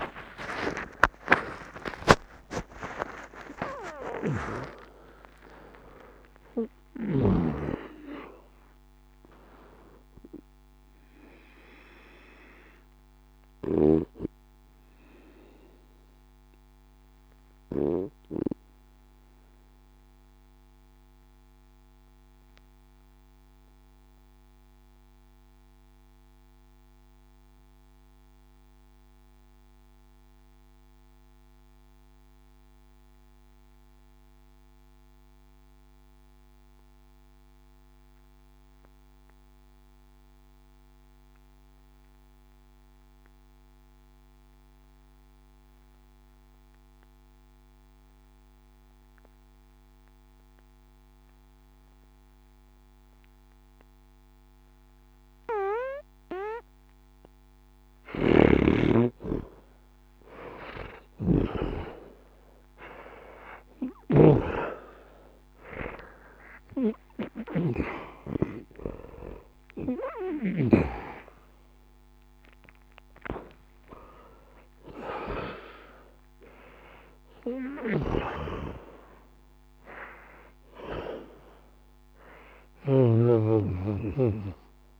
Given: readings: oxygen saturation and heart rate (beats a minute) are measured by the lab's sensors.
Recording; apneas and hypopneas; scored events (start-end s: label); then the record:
breathing in sleep by a microphone on the trachea; 1
0.00-31.00 s: oxygen desaturation (device-marked, oxygen 99% before, 79% lowest, heart rate 62 before, 52 extreme)
4.00-8.00 s: bradycardia (device-marked, heart rate 72 before, 54 extreme)
15.00-55.50 s: obstructive apnea (oxygen 93% before, 76% lowest, heart rate 75 before, 60 extreme, up 16 after)
52.00-85.00 s: oxygen desaturation (device-marked, oxygen 99% before, 76% lowest, heart rate 61 before, 60 extreme)
58.00-67.50 s: snoring (device-marked)
62.00-66.00 s: arousal
From the record:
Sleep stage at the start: N2 (light sleep); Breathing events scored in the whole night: 189 in 3.6 hours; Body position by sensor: on the back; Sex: male